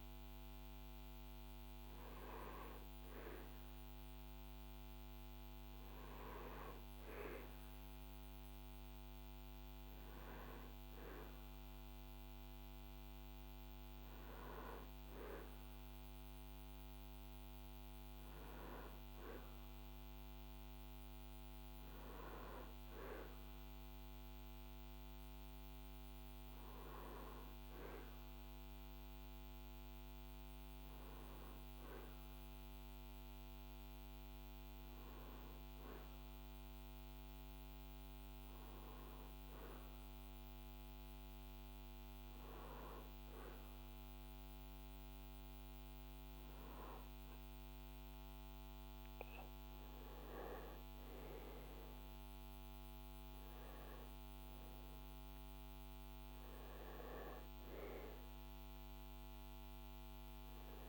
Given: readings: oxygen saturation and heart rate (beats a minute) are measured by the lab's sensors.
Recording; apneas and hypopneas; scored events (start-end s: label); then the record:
breathing in sleep by a microphone on the trachea; none
none scored
From the record:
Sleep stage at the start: N1 (lightest sleep); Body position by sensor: on the back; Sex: male